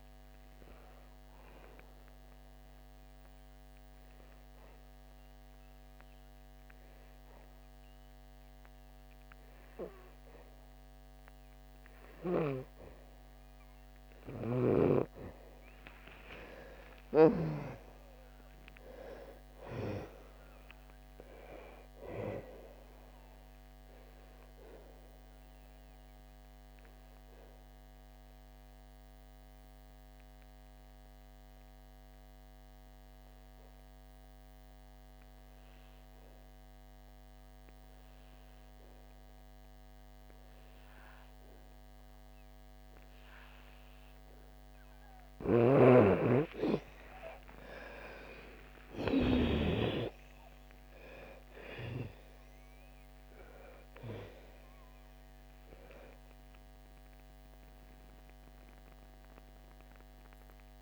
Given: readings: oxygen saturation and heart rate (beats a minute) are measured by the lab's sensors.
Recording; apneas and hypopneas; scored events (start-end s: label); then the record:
breathing in sleep by a microphone on the trachea; 2
0.00-7.50 s: oxygen desaturation (device-marked, oxygen 82% lowest, heart rate 65 extreme)
0.50-13.00 s: obstructive apnea (oxygen 97% before, 83% lowest, heart rate 109 before, 61 extreme, up 15 after)
15.50-20.00 s: arousal
18.50-36.50 s: oxygen desaturation (device-marked, oxygen 98% before, 89% lowest, heart rate 69 before, 61 extreme)
23.50-44.00 s: obstructive apnea (oxygen 98% before, 83% lowest, heart rate 72 before, 61 extreme, up 28 after)
41.50-60.82 s: oxygen desaturation (device-marked, oxygen 98% before, 83% lowest, heart rate 70 before, 64 extreme)
46.50-50.50 s: arousal
From the record:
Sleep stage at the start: N2 (light sleep); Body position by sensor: on the back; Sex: female